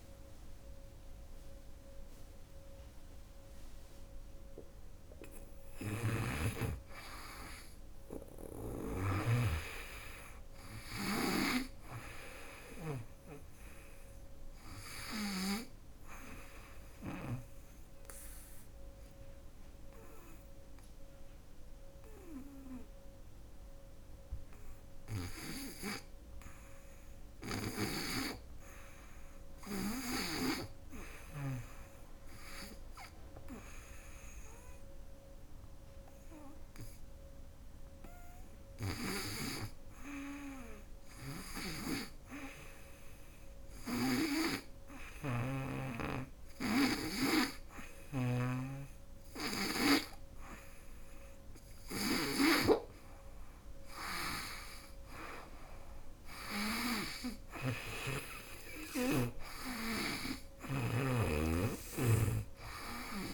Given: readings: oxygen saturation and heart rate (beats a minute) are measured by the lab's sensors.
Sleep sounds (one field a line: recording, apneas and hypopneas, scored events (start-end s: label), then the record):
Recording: breathing in sleep by a room microphone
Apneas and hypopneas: 2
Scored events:
1.50-23.50 s: oxygen desaturation (device-marked, oxygen 97% before, 92% lowest, heart rate 76 before, 68 extreme)
10.00-16.50 s: snoring (device-marked)
15.00-25.00 s: obstructive apnea (oxygen 98% before, 92% lowest, heart rate 89 before, 68 extreme, up 1 after)
27.00-31.00 s: arousal
40.50-63.34 s: oxygen desaturation (device-marked, oxygen 99% before, 92% lowest, heart rate 70 before, 67 extreme)
42.00-52.50 s: hypopnea (oxygen 100% before, 92% lowest, heart rate 70 before, 76 extreme, up 16 after)
44.00-63.34 s: snoring (device-marked)
55.00-59.00 s: arousal
From the record:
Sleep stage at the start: N2 (light sleep)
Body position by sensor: on the back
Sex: female